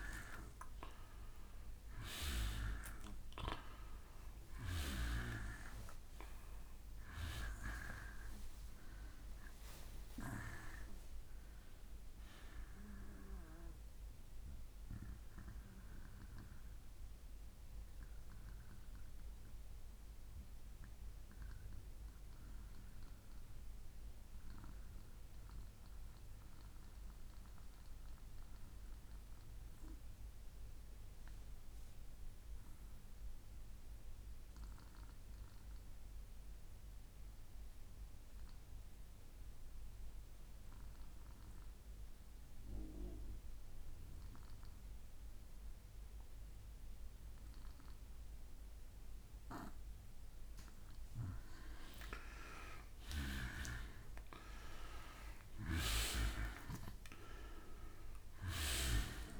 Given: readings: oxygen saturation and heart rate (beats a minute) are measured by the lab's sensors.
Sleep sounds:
breathing in sleep by a room microphone; 1
0.00-20.50 s: oxygen desaturation (device-marked, oxygen 86% lowest, heart rate 59 extreme)
16.00-49.00 s: obstructive apnea (oxygen 95% before, 87% lowest, heart rate 67 before, 59 extreme, up 2 after)
53.00-57.50 s: arousal
From the record:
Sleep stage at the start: N2 (light sleep); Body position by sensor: on the back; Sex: male

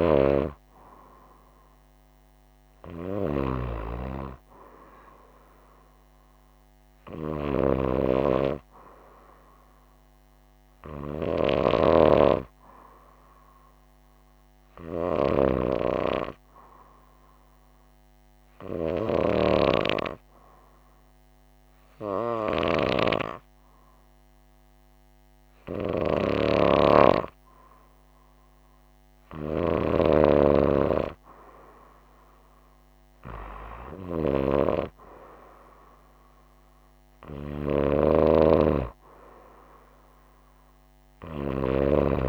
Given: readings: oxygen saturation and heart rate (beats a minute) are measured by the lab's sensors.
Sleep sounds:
breathing in sleep by a microphone on the trachea; 1
16.00-27.00 s: hypopnea (oxygen 95% before, 94% lowest, heart rate 59 before, 57 extreme, up 5 after)
29.50-32.50 s: arousal
From the record:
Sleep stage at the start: N2 (light sleep); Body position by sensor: on the right side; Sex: female

